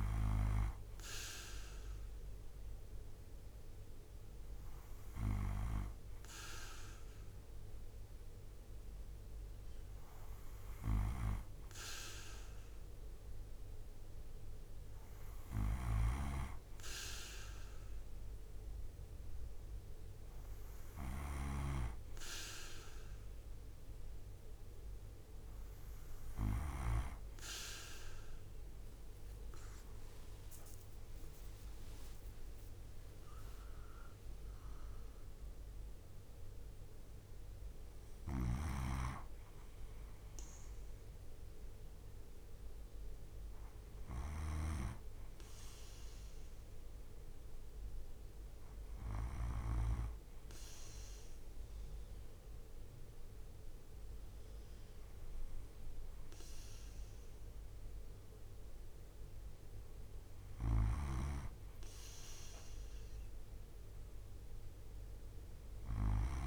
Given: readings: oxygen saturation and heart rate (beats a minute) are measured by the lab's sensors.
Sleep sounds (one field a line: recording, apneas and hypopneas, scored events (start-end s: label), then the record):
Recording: breathing in sleep by a room microphone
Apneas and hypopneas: none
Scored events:
15.00-26.50 s: snoring (device-marked)
32.00-46.00 s: drop in pulse transit time (device-marked, heart rate 66 before, 64 extreme)
37.50-49.00 s: snoring (device-marked)
60.00-66.47 s: snoring (device-marked)
From the record:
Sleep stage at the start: N2 (light sleep)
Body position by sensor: on the right side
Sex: male